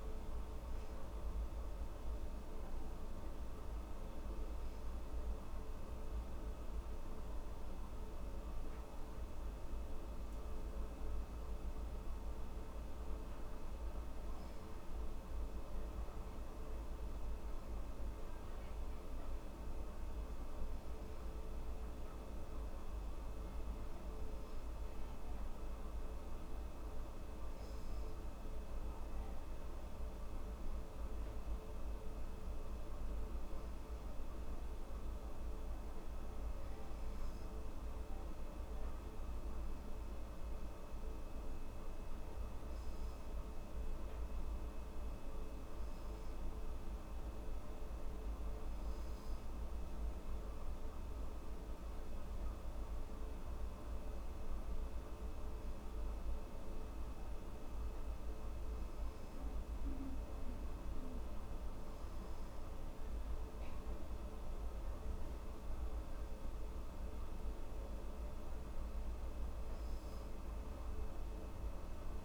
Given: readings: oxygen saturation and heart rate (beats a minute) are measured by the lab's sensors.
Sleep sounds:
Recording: breathing in sleep, hard to hear, by a room microphone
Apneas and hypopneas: none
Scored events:
none scored
From the record:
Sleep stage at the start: N2 (light sleep)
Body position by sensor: on the back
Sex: female

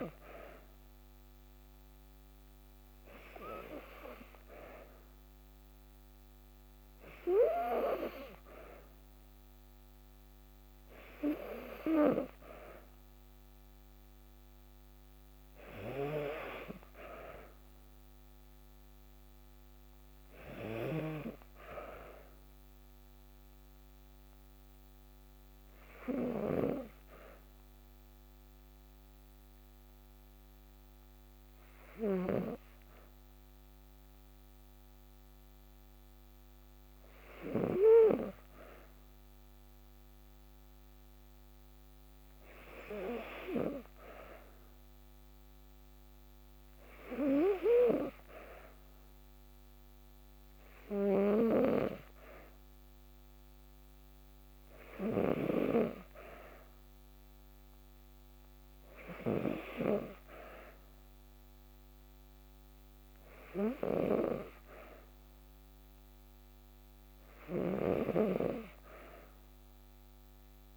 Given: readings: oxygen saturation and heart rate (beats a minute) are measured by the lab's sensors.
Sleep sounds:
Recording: breathing in sleep by a microphone on the trachea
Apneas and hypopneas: 1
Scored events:
22.50-37.50 s: hypopnea (oxygen 94% before, 93% lowest, heart rate 56 before, 53 extreme, up 1 after)
39.00-44.00 s: arousal
63.00-67.50 s: snoring (device-marked)
From the record:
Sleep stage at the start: N2 (light sleep)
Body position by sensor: on the back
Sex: female

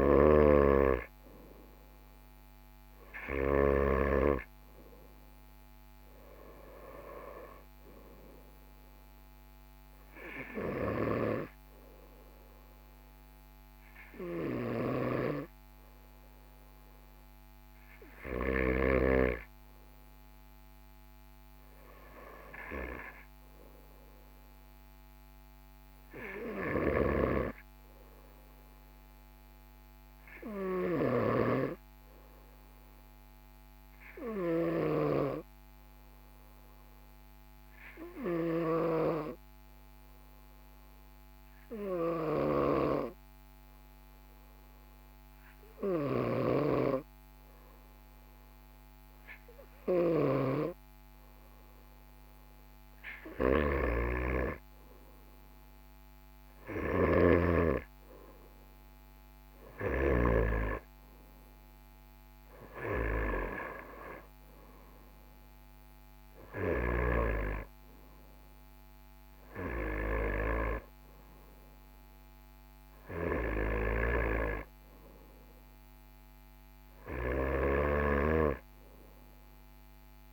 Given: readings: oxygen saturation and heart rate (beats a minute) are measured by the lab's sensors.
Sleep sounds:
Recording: breathing in sleep by a microphone on the trachea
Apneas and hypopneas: 1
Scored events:
0.00-4.00 s: snoring (device-marked)
28.50-53.00 s: hypopnea (oxygen 98% before, 95% lowest, heart rate 46 before, 44 extreme, up 0 after)
54.00-58.50 s: arousal
57.00-60.50 s: snoring (device-marked)
77.00-80.33 s: snoring (device-marked)
From the record:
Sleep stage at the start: N2 (light sleep)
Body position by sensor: on the right side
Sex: male

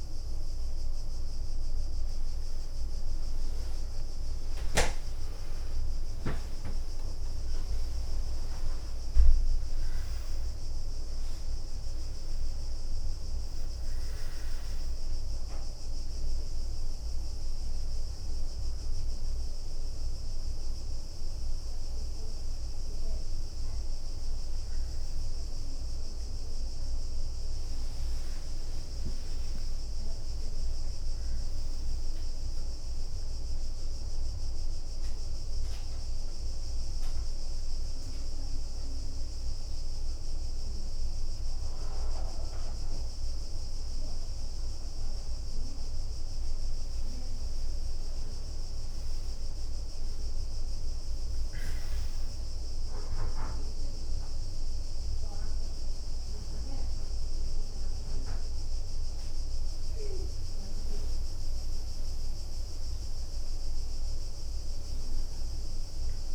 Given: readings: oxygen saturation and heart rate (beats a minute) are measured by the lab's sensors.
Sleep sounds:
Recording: a person partly awake in a sleep study, hard to hear, by a room microphone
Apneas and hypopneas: none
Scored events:
0.00-13.50 s: oxygen desaturation (device-marked, oxygen 93% lowest, heart rate 68 extreme)
2.50-5.00 s: leg movement (device-marked)
5.00-9.00 s: leg movement (device-marked)
6.50-36.50 s: new sleep stage, awake
9.50-13.00 s: leg movement (device-marked)
11.50-13.50 s: long interval between heartbeats (device-marked, heart rate 73 before, 86 extreme)
24.50-31.50 s: leg movement (device-marked)
36.50-66.35 s: new sleep stage, N1 (lightest sleep)
59.00-62.00 s: leg movement (device-marked)
From the record:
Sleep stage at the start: N2 (light sleep)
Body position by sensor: on the back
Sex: female

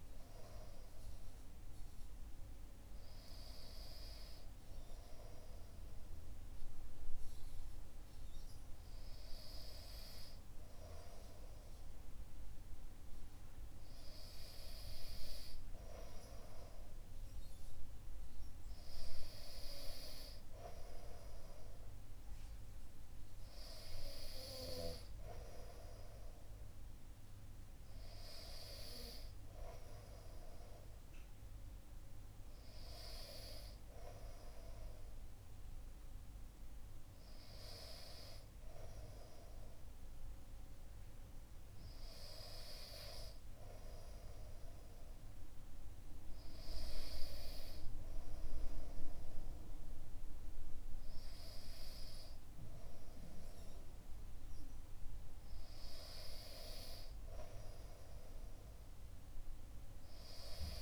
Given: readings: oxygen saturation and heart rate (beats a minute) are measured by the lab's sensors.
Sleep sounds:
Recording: breathing in sleep by a room microphone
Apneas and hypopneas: none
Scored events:
none scored
From the record:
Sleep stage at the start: N2 (light sleep)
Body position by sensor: on the back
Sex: male

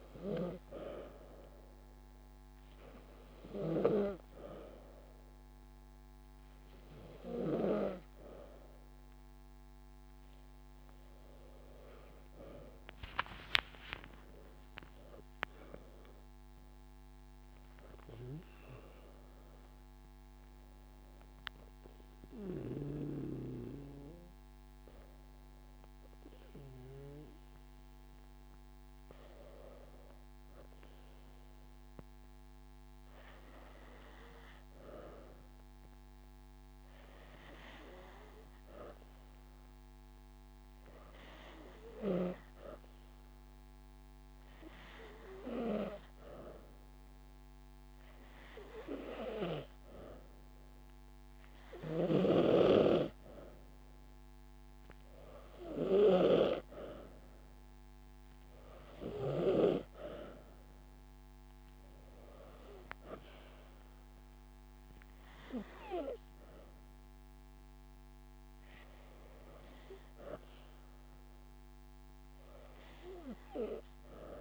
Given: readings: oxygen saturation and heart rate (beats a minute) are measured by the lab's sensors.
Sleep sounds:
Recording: breathing in sleep by a microphone on the trachea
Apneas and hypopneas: 2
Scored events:
1.50-12.00 s: hypopnea (oxygen 95% before, 92% lowest)
5.50-7.50 s: long interval between heartbeats (device-marked)
13.50-18.00 s: arousal
14.00-16.00 s: long interval between heartbeats (device-marked)
31.00-33.00 s: long interval between heartbeats (device-marked)
38.50-52.50 s: hypopnea (oxygen 95% before, 92% lowest)
46.00-48.00 s: long interval between heartbeats (device-marked)
54.50-58.00 s: arousal
68.00-74.41 s: drop in pulse transit time (device-marked)
71.50-73.50 s: long interval between heartbeats (device-marked)
From the record:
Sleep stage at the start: N2 (light sleep)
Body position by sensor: on the back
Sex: female

